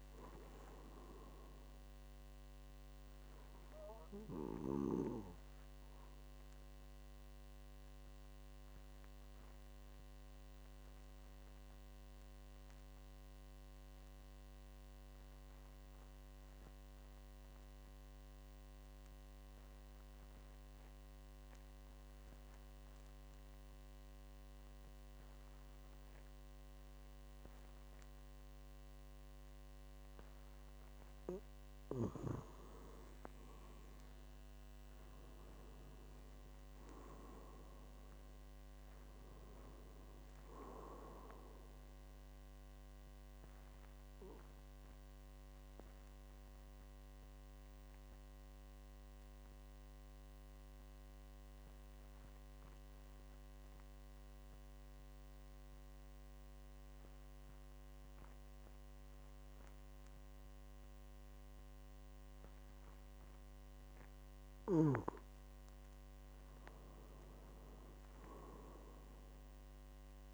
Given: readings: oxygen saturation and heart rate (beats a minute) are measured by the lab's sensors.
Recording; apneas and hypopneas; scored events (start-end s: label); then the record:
breathing in sleep by a microphone on the trachea; 2
0.00-16.00 s: oxygen desaturation (device-marked, oxygen 93% lowest, heart rate 49 extreme)
5.50-30.00 s: obstructive apnea (oxygen 99% before, 89% lowest, heart rate 53 before, 46 extreme, up 7 after)
25.00-58.00 s: oxygen desaturation (device-marked, oxygen 98% before, 89% lowest, heart rate 50 before, 46 extreme)
31.50-36.00 s: arousal
42.50-64.50 s: obstructive apnea (oxygen 98% before, 89% lowest, heart rate 53 before, 46 extreme, up 6 after)
66.00-69.50 s: arousal
From the record:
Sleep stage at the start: N2 (light sleep); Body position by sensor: on the back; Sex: male